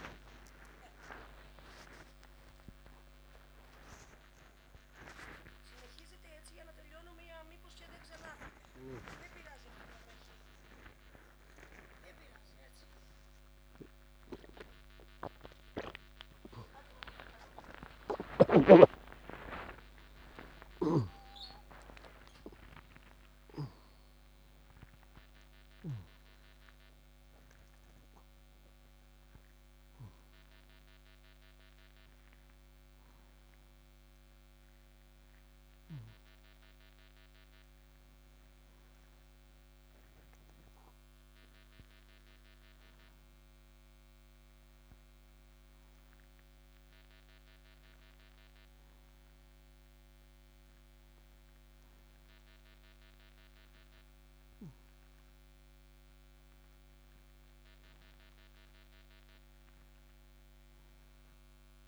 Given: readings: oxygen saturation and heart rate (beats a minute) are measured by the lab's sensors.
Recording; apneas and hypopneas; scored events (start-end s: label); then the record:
a person awake in a sleep study, by a microphone on the trachea; none
47.50-61.88 s: new sleep stage, N1 (lightest sleep)
From the record:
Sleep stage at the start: awake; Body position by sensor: on the right side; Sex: male